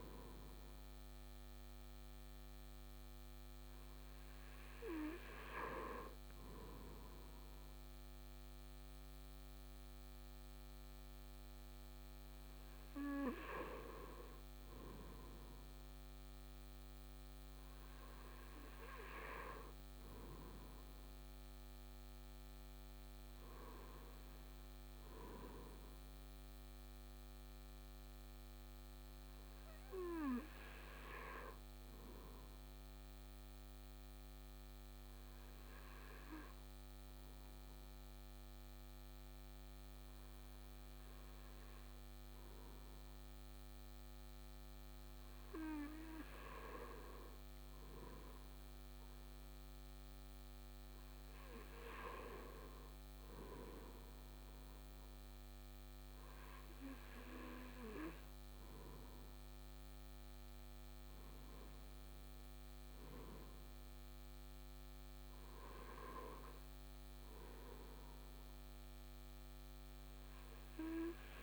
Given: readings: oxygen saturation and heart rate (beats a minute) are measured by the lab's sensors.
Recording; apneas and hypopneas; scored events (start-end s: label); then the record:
breathing in sleep by a microphone on the trachea; 1
32.50-44.50 s: obstructive apnea (oxygen 96% before, 96% lowest, heart rate 54 before, 51 extreme, up 3 after)
47.00-50.50 s: arousal
From the record:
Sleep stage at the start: N2 (light sleep); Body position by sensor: on the right side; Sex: male